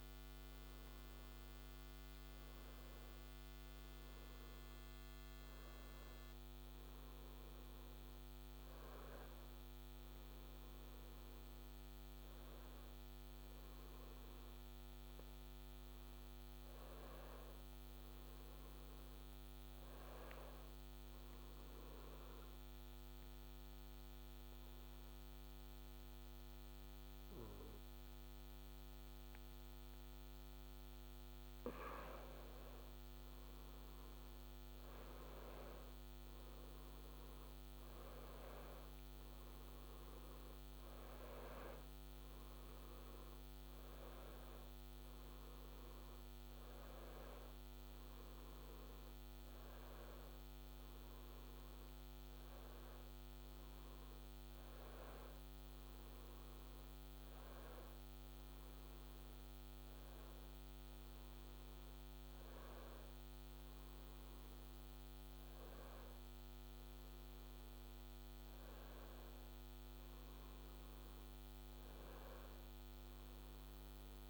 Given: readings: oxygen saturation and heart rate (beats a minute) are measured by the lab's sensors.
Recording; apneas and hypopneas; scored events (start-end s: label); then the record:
breathing in sleep, hard to hear, by a microphone on the trachea; 1
15.50-19.00 s: arousal
21.50-31.50 s: obstructive apnea (oxygen 97% before, 93% lowest, heart rate 71 before, 65 extreme, up 5 after)
33.00-37.50 s: arousal
39.00-53.00 s: oxygen desaturation (device-marked, oxygen 96% before, 93% lowest, heart rate 67 before, 68 extreme)
From the record:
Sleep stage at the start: N1 (lightest sleep); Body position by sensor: on the back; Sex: male